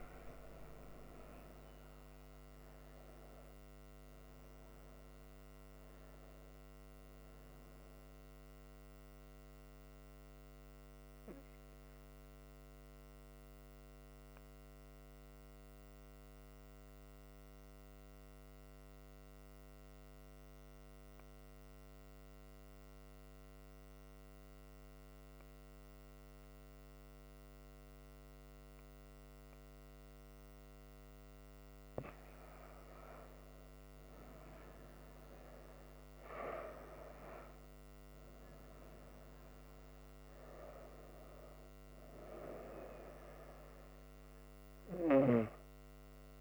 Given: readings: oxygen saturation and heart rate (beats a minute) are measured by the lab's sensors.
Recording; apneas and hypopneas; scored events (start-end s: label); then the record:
breathing in sleep by a microphone on the trachea; 1
0.00-1.00 s: arousal
13.00-31.00 s: obstructive apnea (oxygen 97% before, 94% lowest, heart rate 72 before, 63 extreme, up 6 after)
33.50-37.50 s: arousal
From the record:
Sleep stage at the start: N2 (light sleep); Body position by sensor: on the front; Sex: female